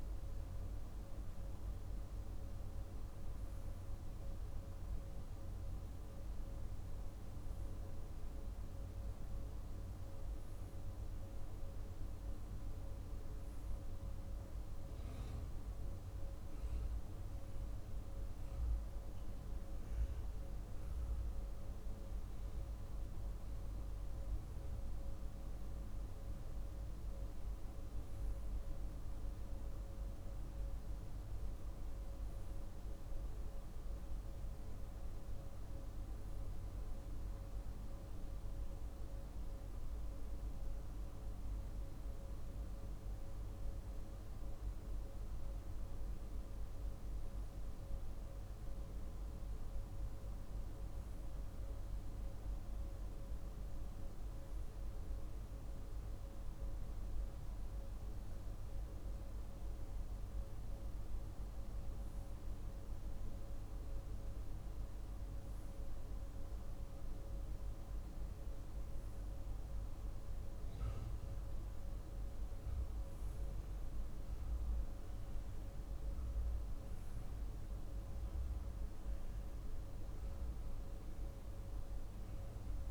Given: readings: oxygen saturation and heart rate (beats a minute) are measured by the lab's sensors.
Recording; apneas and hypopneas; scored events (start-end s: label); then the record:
breathing in sleep, hard to hear, by a room microphone; none
77.00-82.91 s: new sleep stage, REM sleep
From the record:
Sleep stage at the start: N2 (light sleep); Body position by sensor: on the right side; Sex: male